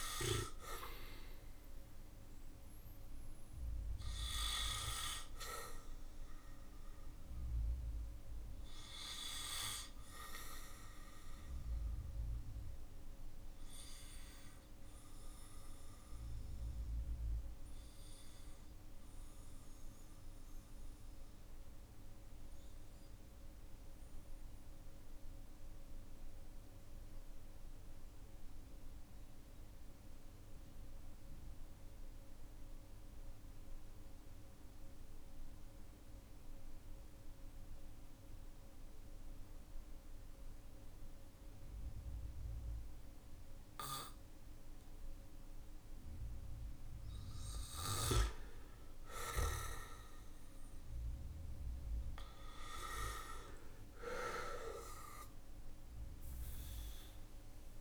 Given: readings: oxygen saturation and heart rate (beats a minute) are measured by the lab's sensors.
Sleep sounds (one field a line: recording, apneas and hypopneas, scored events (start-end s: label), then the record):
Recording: breathing in sleep by a room microphone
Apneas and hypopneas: 1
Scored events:
0.00-4.00 s: arousal
0.00-30.00 s: oxygen desaturation (device-marked, oxygen 93% lowest, heart rate 43 extreme)
7.50-45.00 s: obstructive apnea (oxygen 98% before, 92% lowest, heart rate 52 before, 44 extreme, up 11 after)
45.50-50.50 s: arousal
From the record:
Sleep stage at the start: N2 (light sleep)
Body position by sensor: on the back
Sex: male